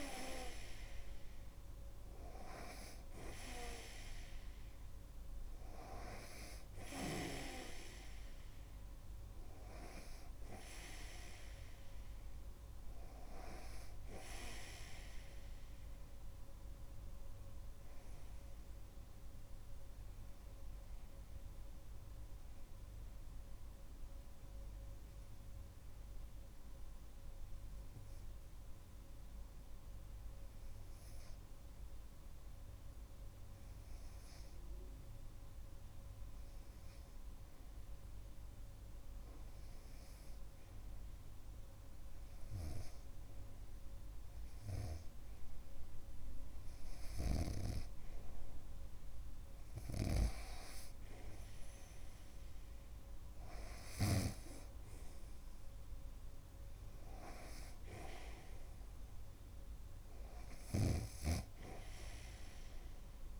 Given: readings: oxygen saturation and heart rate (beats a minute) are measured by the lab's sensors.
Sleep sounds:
breathing in sleep by a room microphone; 1
0.00-1.00 s: arousal
20.50-45.00 s: hypopnea (oxygen 99% before, 95% lowest)
50.00-54.50 s: snoring (device-marked)
51.50-55.50 s: arousal
From the record:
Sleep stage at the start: N2 (light sleep); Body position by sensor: on the right side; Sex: male

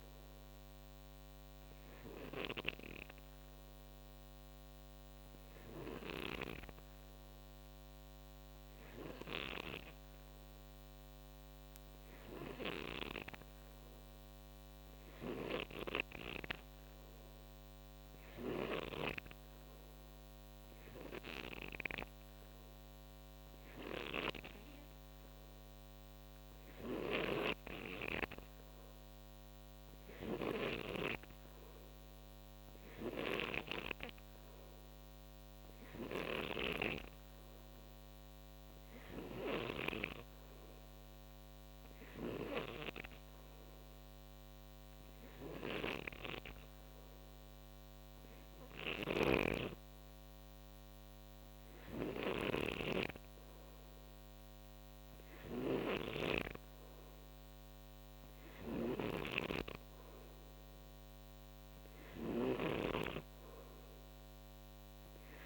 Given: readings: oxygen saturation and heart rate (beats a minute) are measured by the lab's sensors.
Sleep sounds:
breathing in sleep by a microphone on the trachea; none
12.00-18.50 s: snoring (device-marked)
26.50-39.50 s: snoring (device-marked)
45.50-65.46 s: snoring (device-marked)
From the record:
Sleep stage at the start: N3 (deep sleep); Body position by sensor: on the right side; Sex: male

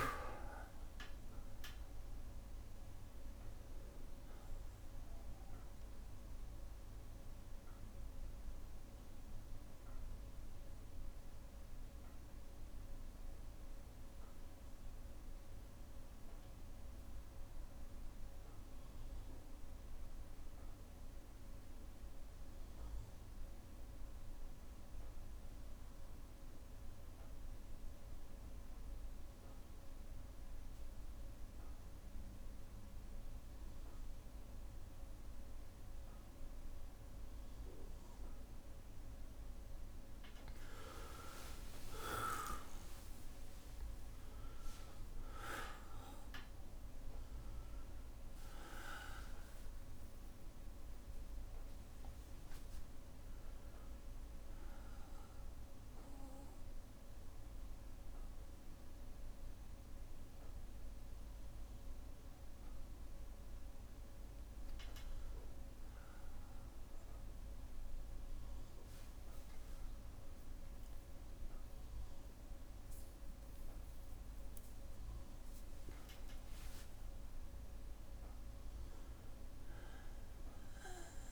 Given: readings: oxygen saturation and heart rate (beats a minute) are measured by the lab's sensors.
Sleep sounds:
breathing in sleep by a room microphone; 2
0.00-22.50 s: oxygen desaturation (device-marked, oxygen 93% lowest, heart rate 58 extreme)
6.00-38.50 s: obstructive apnea (oxygen 99% before, 91% lowest, heart rate 62 before, 58 extreme, up 5 after)
6.50-24.50 s: bradycardia (device-marked, heart rate 66 before, 58 extreme)
35.50-68.50 s: oxygen desaturation (device-marked, oxygen 99% before, 91% lowest, heart rate 60 before, 58 extreme)
41.00-45.00 s: arousal
46.50-52.50 s: tachycardia (device-marked, heart rate 66 before, 112 extreme)
48.50-50.50 s: long interval between heartbeats (device-marked, heart rate 63 before, 92 extreme)
52.50-54.50 s: long interval between heartbeats (device-marked, heart rate 71 before, 120 extreme)
54.50-65.50 s: obstructive apnea (oxygen 99% before, 91% lowest, heart rate 77 before, 58 extreme, up 3 after)
58.50-62.50 s: bradycardia (device-marked, heart rate 66 before, 59 extreme)
70.50-75.00 s: arousal
From the record:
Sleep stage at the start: N2 (light sleep); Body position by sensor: on the back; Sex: male

